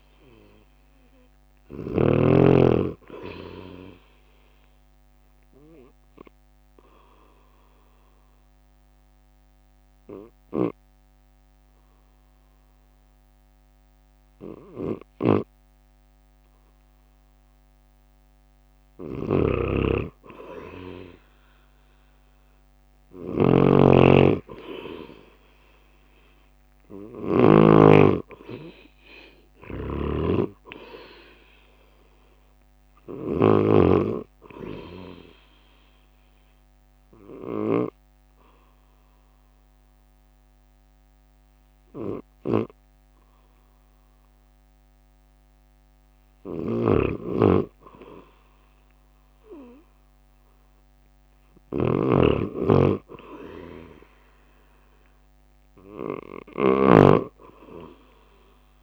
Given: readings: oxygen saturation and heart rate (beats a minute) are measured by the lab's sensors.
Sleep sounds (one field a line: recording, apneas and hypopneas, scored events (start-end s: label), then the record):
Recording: breathing in sleep by a microphone on the trachea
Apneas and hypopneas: 2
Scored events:
0.00-9.50 s: drop in pulse transit time (device-marked, heart rate 56 extreme)
5.50-17.50 s: obstructive apnea (oxygen 98% before, 94% lowest, heart rate 57 before, 51 extreme, up 12 after)
20.50-24.00 s: arousal
22.50-35.50 s: oxygen desaturation (device-marked, oxygen 98% before, 94% lowest, heart rate 55 before, 52 extreme)
23.00-27.50 s: snoring (device-marked)
25.50-39.50 s: drop in pulse transit time (device-marked, heart rate 56 before, 55 extreme)
29.50-33.50 s: snoring (device-marked)
34.50-45.00 s: obstructive apnea (oxygen 98% before, 95% lowest, heart rate 59 before, 52 extreme, up 7 after)
51.50-58.82 s: snoring (device-marked)
From the record:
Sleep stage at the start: N2 (light sleep)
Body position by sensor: on the right side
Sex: male